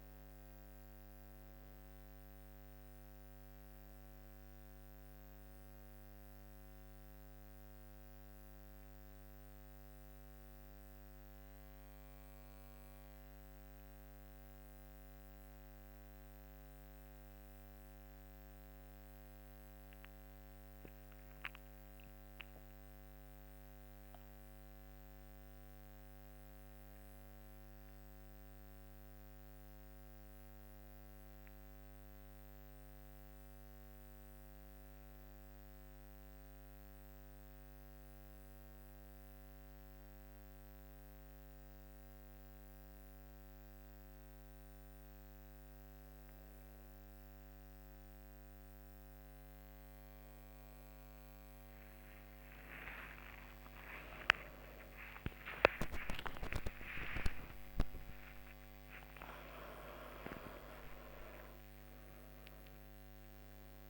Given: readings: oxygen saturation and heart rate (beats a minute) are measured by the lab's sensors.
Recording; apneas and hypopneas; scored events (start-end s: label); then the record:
a person partly awake in a sleep study, by a microphone on the trachea; none
9.00-39.00 s: new sleep stage, N1 (lightest sleep)
39.00-63.90 s: new sleep stage, awake
From the record:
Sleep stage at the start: N2 (light sleep); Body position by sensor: on the back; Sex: female